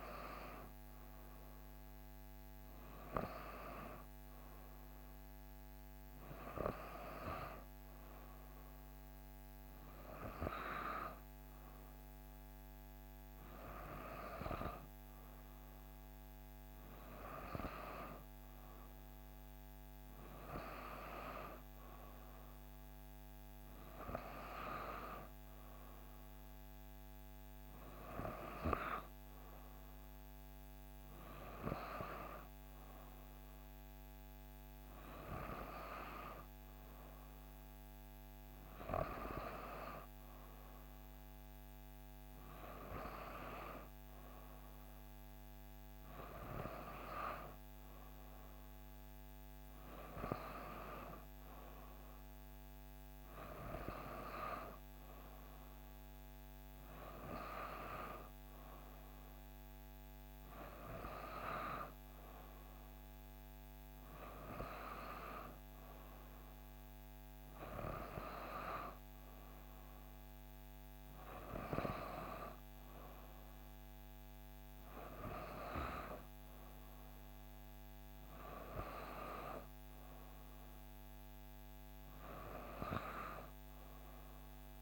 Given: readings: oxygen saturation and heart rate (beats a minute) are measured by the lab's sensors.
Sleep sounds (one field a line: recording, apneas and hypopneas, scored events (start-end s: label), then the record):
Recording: breathing in sleep by a microphone on the trachea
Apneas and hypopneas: none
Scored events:
none scored
From the record:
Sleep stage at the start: N3 (deep sleep)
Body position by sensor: on the back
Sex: female